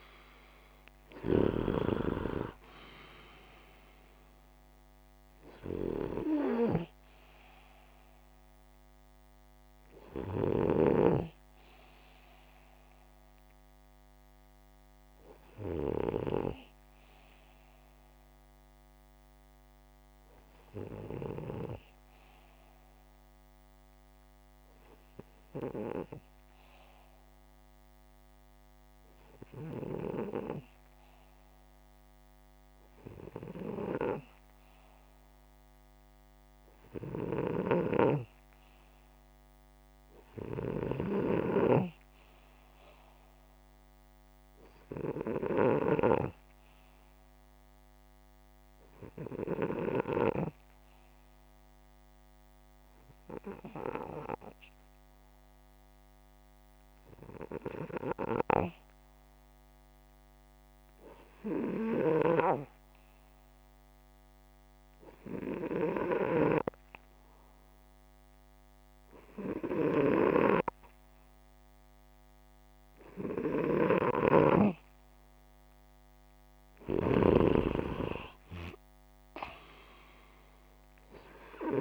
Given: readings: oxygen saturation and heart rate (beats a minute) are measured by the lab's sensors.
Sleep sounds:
breathing in sleep by a microphone on the trachea; 1
0.00-1.00 s: snoring (device-marked)
31.00-34.50 s: arousal
47.50-60.00 s: hypopnea (oxygen 97% before, 92% lowest, heart rate 87 before, 35 extreme)
61.50-64.50 s: arousal
73.50-81.81 s: snoring (device-marked)
From the record:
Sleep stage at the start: N2 (light sleep); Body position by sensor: upright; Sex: male

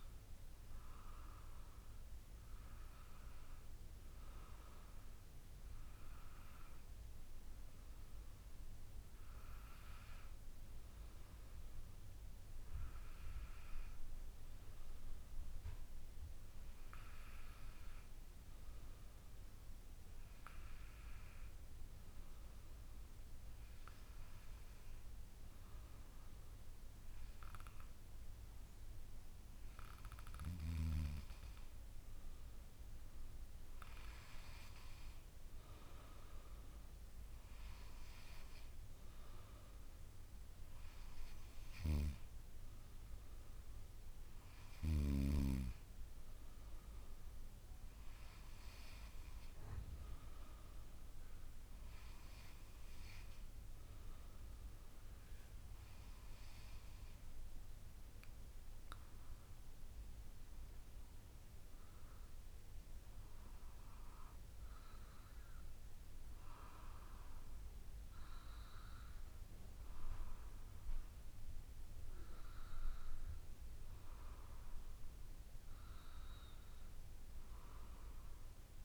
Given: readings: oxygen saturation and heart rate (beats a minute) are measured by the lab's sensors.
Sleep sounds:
breathing in sleep by a room microphone; none
none scored
From the record:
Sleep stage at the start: N2 (light sleep); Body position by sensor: on the back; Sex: female

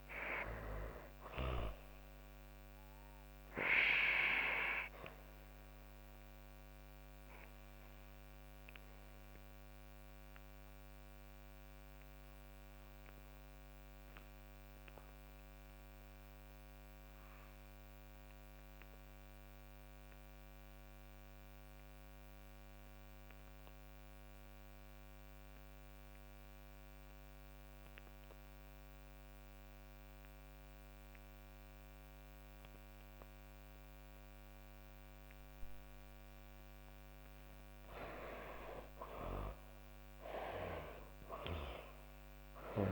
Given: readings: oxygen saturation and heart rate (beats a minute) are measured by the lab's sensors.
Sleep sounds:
breathing in sleep by a microphone on the trachea; 1
0.00-18.50 s: oxygen desaturation (device-marked, oxygen 85% lowest, heart rate 79 extreme)
4.00-36.00 s: obstructive apnea (oxygen 98% before, 80% lowest, heart rate 126 before, 55 extreme, up 18 after)
30.50-42.92 s: oxygen desaturation (device-marked, oxygen 98% before, 80% lowest, heart rate 117 before, 55 extreme)
37.00-41.00 s: arousal
From the record:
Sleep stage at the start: N2 (light sleep); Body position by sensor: on the back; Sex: female

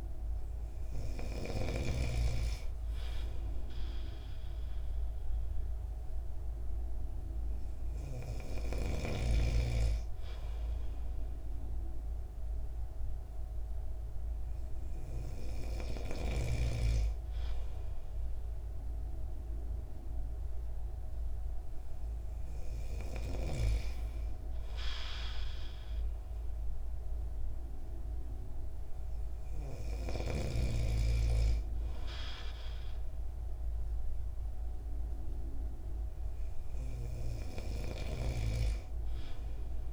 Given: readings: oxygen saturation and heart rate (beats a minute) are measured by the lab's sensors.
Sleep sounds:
breathing in sleep by a room microphone; none
none scored
From the record:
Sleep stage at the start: N2 (light sleep); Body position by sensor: on the right side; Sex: male

